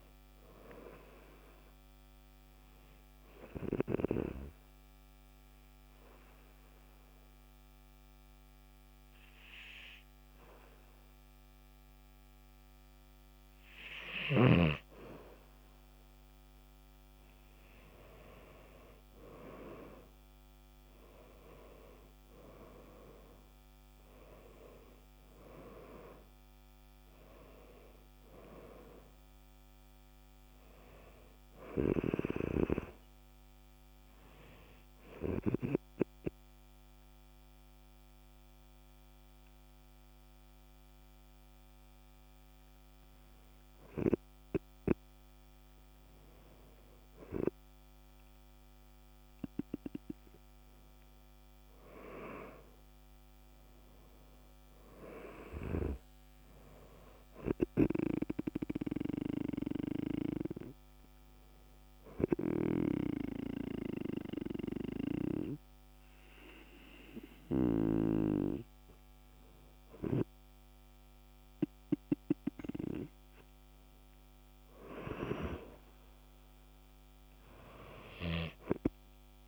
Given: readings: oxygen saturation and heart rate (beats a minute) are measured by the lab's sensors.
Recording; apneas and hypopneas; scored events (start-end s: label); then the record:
breathing in sleep by a microphone on the trachea; 3
4.00-14.50 s: obstructive apnea (oxygen 96% before, 93% lowest, heart rate 58 before, 49 extreme, up 30 after)
19.50-25.50 s: arousal
36.00-46.00 s: obstructive apnea (oxygen 96% before, 93% lowest, heart rate 66 before, 48 extreme, up 8 after)
51.00-54.50 s: arousal
60.50-72.50 s: hypopnea (oxygen 96% before, 94% lowest, heart rate 54 before, 48 extreme, up 3 after)
From the record:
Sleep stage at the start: N2 (light sleep); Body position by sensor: on the back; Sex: male